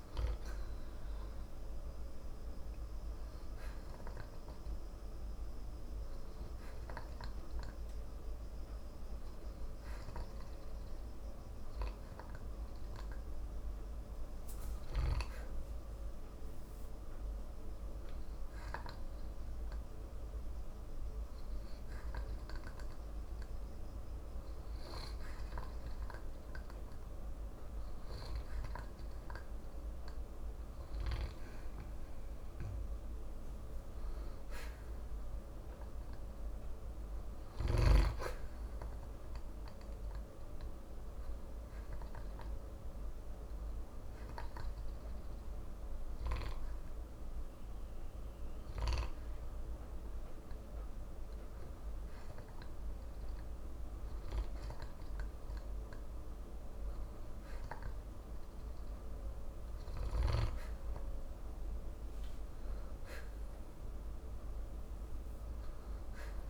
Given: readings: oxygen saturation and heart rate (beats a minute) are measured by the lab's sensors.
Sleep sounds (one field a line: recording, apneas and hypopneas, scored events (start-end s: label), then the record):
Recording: breathing in sleep by a room microphone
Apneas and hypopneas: 2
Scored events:
10.50-29.00 s: hypopnea (oxygen 93% before, 91% lowest, heart rate 56 before, 54 extreme, up 0 after)
32.00-35.50 s: arousal
41.00-59.50 s: hypopnea (oxygen 94% before, 91% lowest, heart rate 55 before, 54 extreme, up 2 after)
62.50-66.00 s: arousal
64.50-66.50 s: oxygen desaturation (device-marked, oxygen 94% before, 91% lowest, heart rate 55 before, 54 extreme)
From the record:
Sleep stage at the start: N2 (light sleep)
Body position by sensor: on the back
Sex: male